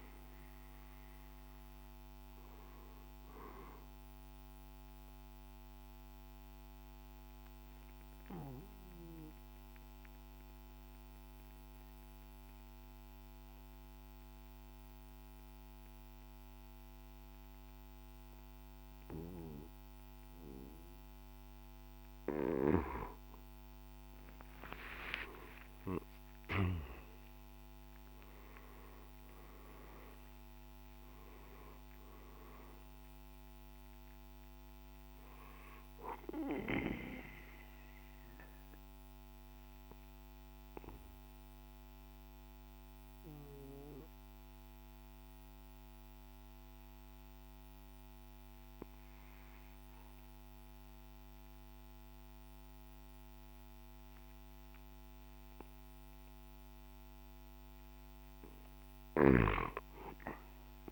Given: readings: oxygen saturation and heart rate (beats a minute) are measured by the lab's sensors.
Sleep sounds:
breathing in sleep by a microphone on the trachea; 2
0.00-3.50 s: drop in pulse transit time (device-marked, heart rate 59 extreme)
0.00-16.50 s: oxygen desaturation (device-marked, oxygen 88% lowest, heart rate 54 extreme)
4.50-22.00 s: obstructive apnea (oxygen 97% before, 87% lowest, heart rate 59 before, 53 extreme, up 7 after)
24.00-29.00 s: arousal
28.50-40.50 s: drop in pulse transit time (device-marked, heart rate 57 before, 55 extreme)
31.50-54.50 s: oxygen desaturation (device-marked, oxygen 98% before, 91% lowest, heart rate 57 before, 53 extreme)
35.00-56.50 s: obstructive apnea (oxygen 98% before, 87% lowest, heart rate 58 before, 53 extreme, up 7 after)
From the record:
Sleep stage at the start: N2 (light sleep); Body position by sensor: on the right side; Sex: male

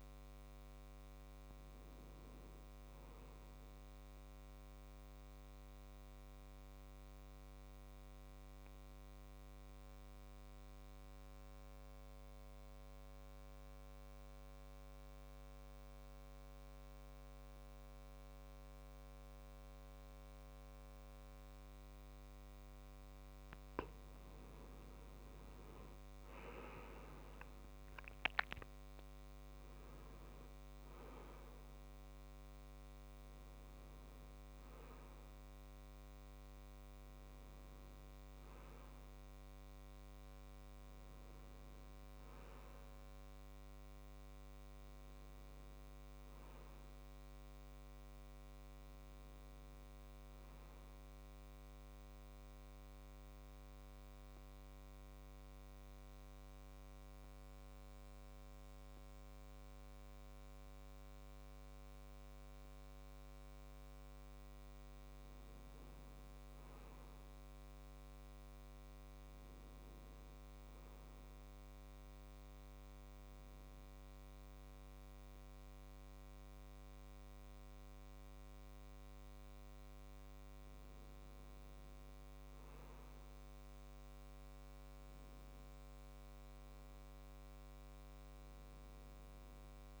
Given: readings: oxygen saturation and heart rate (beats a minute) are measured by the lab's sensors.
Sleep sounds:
breathing in sleep, hard to hear, by a microphone on the trachea; 2
5.50-22.50 s: mixed apnea (oxygen 100% before, 90% lowest, heart rate 73 before, 65 extreme, up 11 after)
25.50-30.50 s: arousal
28.00-58.00 s: oxygen desaturation (device-marked, oxygen 98% before, 90% lowest, heart rate 69 before, 67 extreme)
53.00-65.00 s: central apnea (oxygen 98% before, 90% lowest, heart rate 70 before, 67 extreme, up 6 after)
67.50-70.50 s: arousal
75.00-90.00 s: oxygen desaturation (device-marked, oxygen 99% before, 95% lowest, heart rate 70 before, 67 extreme)
86.50-90.00 s: arousal
From the record:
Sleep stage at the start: N2 (light sleep); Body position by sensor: on the right side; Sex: male

